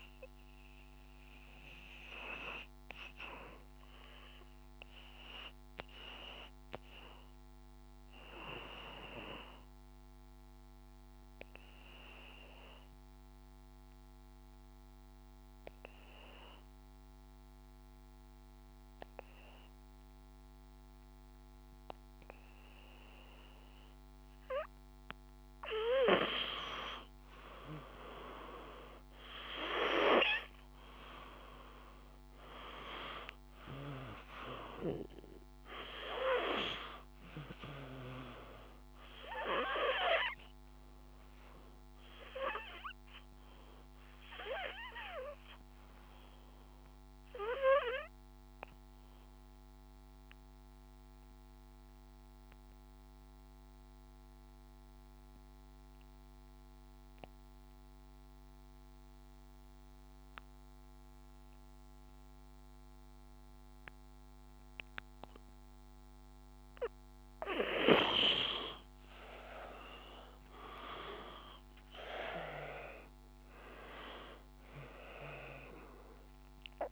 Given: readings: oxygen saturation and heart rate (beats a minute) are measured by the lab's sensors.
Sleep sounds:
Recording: breathing in sleep by a microphone on the trachea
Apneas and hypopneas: 2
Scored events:
0.00-14.50 s: oxygen desaturation (device-marked, oxygen 89% lowest, heart rate 53 extreme)
0.50-24.00 s: obstructive apnea (oxygen 96% before, 89% lowest, heart rate 56 before, 52 extreme, up 2 after)
26.50-31.00 s: arousal
32.50-58.50 s: oxygen desaturation (device-marked, oxygen 97% before, 92% lowest, heart rate 54 before, 50 extreme)
41.50-64.50 s: obstructive apnea (oxygen 97% before, 88% lowest, heart rate 54 before, 50 extreme, up 5 after)
66.50-76.92 s: oxygen desaturation (device-marked, oxygen 97% before, 88% lowest, heart rate 52 before, 50 extreme)
68.00-71.50 s: arousal
From the record:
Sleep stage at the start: N2 (light sleep)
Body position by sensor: on the back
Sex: male

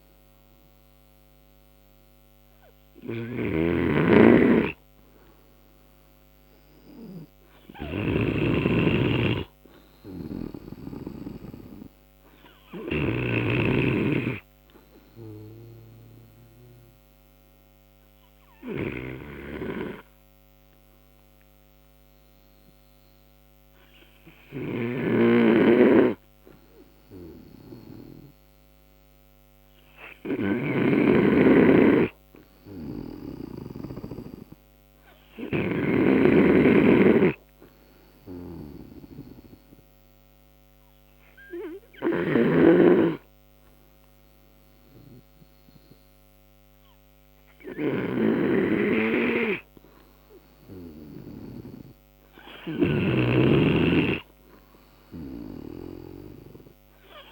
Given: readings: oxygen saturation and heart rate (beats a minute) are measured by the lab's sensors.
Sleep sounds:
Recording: breathing in sleep by a microphone on the trachea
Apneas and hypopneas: none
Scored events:
0.00-14.50 s: snoring (device-marked)
31.50-37.00 s: snoring (device-marked)
35.00-50.00 s: oxygen desaturation (device-marked, oxygen 95% before, 90% lowest, heart rate 71 before, 57 extreme)
From the record:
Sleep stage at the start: N2 (light sleep)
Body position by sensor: on the right side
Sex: male

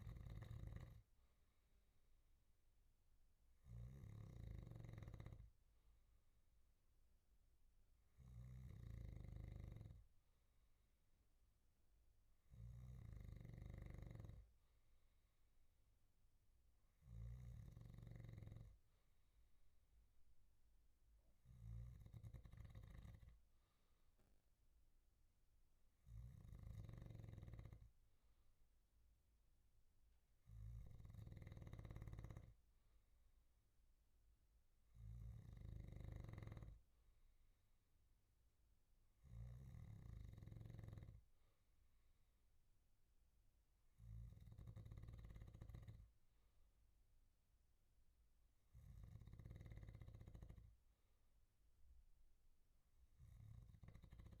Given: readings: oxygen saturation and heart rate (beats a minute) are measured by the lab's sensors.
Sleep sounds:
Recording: breathing in sleep by a room microphone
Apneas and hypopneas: none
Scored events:
0.00-50.50 s: snoring (device-marked)
From the record:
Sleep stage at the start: N2 (light sleep)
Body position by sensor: on the back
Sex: male

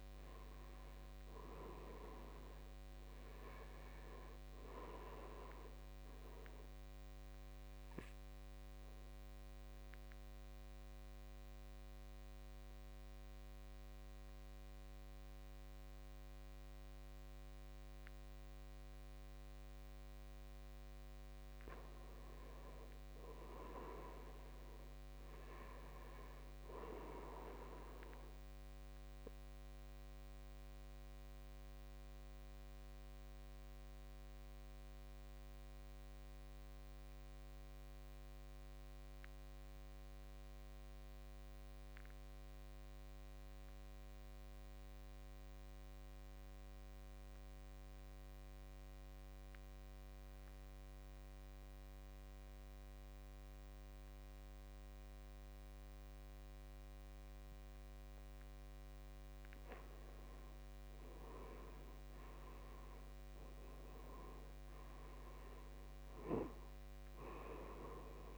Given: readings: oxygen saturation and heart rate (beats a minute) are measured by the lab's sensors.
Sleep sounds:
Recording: breathing in sleep by a microphone on the trachea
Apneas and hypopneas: 2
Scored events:
0.00-26.00 s: oxygen desaturation (device-marked, oxygen 76% lowest, heart rate 52 extreme)
9.00-21.50 s: obstructive apnea (oxygen 97% before, 76% lowest, heart rate 67 before, 52 extreme, up 9 after)
23.50-27.00 s: arousal
29.50-59.00 s: obstructive apnea (oxygen 99% before, 82% lowest, heart rate 55 before, 54 extreme, up 13 after)
41.00-52.00 s: oxygen desaturation (device-marked, oxygen 99% before, 93% lowest, heart rate 59 before, 55 extreme)
60.00-68.37 s: oxygen desaturation (device-marked, oxygen 96% before, 82% lowest, heart rate 58 before, 52 extreme)
60.50-66.00 s: arousal
From the record:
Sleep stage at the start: N2 (light sleep)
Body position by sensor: on the back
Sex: male

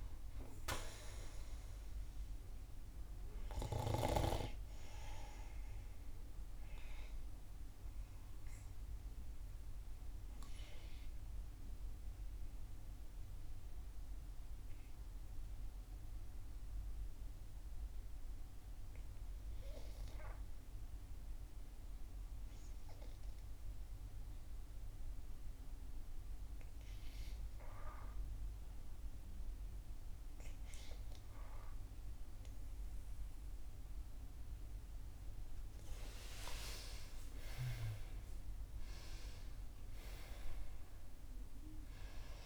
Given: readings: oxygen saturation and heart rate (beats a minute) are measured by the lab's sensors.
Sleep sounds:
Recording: breathing in sleep by a room microphone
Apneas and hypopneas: 1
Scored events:
0.00-15.50 s: oxygen desaturation (device-marked, oxygen 87% lowest, heart rate 60 extreme)
7.50-35.00 s: obstructive apnea (oxygen 92% before, 87% lowest, heart rate 68 before, 57 extreme, up 3 after)
31.50-42.46 s: oxygen desaturation (device-marked, oxygen 97% before, 91% lowest, heart rate 63 before, 57 extreme)
36.50-40.50 s: arousal
From the record:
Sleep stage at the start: N2 (light sleep)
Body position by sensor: on the back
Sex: female

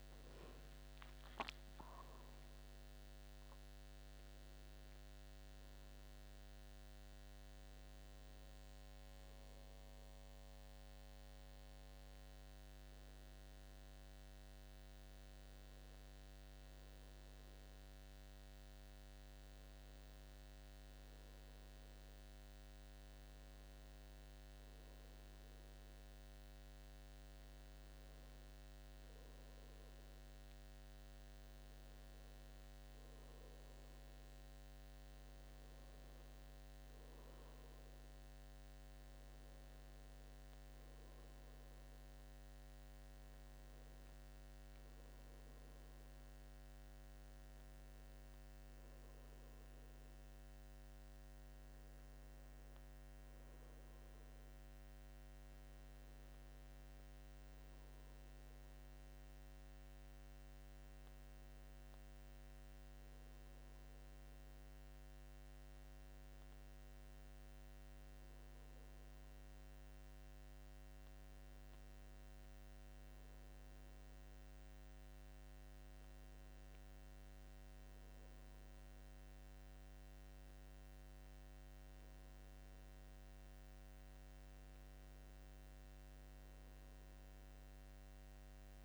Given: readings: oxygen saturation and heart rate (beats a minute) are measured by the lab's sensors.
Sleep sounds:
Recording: breathing in sleep, hard to hear, by a microphone on the trachea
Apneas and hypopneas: none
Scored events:
none scored
From the record:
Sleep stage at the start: N2 (light sleep)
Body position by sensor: on the back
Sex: male

